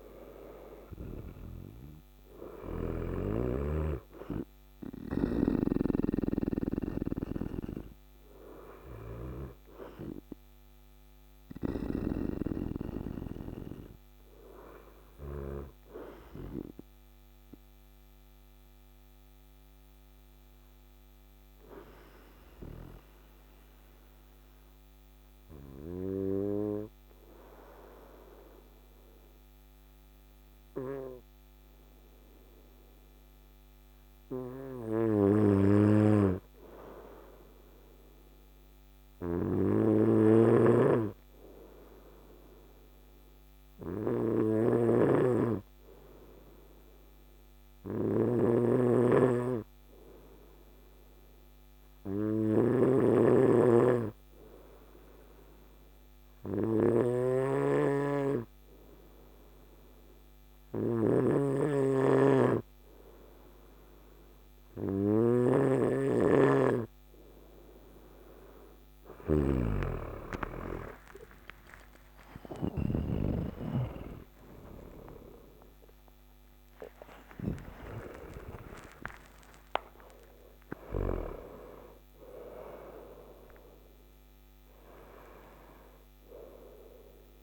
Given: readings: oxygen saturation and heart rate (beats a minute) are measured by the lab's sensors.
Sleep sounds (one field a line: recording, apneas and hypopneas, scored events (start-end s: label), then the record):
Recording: breathing in sleep by a microphone on the trachea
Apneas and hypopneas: 2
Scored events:
15.00-32.00 s: obstructive apnea (oxygen 99% before, 93% lowest, heart rate 58 before, 52 extreme, up 3 after)
34.50-38.00 s: arousal
39.50-77.00 s: snoring (device-marked)
42.50-66.00 s: obstructive apnea (oxygen 99% before, 93% lowest, heart rate 54 before, 54 extreme, up 7 after)
70.00-77.50 s: arousal
From the record:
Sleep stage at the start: N2 (light sleep)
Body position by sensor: on the right side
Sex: male